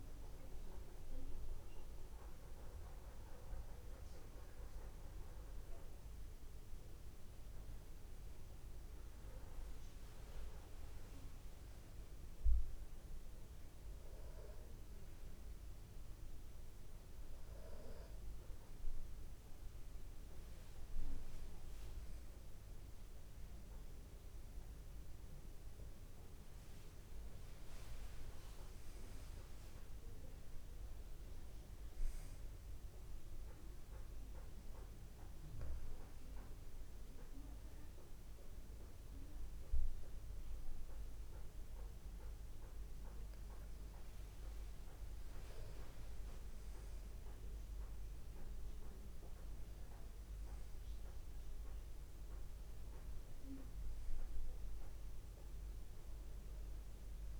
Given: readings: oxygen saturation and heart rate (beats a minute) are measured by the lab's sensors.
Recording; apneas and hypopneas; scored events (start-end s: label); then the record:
breathing in sleep, hard to hear, by a room microphone; 1
20.00-36.00 s: tachycardia (device-marked, heart rate 67 before, 195 extreme)
34.50-45.50 s: obstructive apnea (oxygen 96% before, 93% lowest, heart rate 101 before, 47 extreme, up 13 after)
49.00-53.00 s: arousal
From the record:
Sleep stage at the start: N2 (light sleep); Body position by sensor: on the back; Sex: male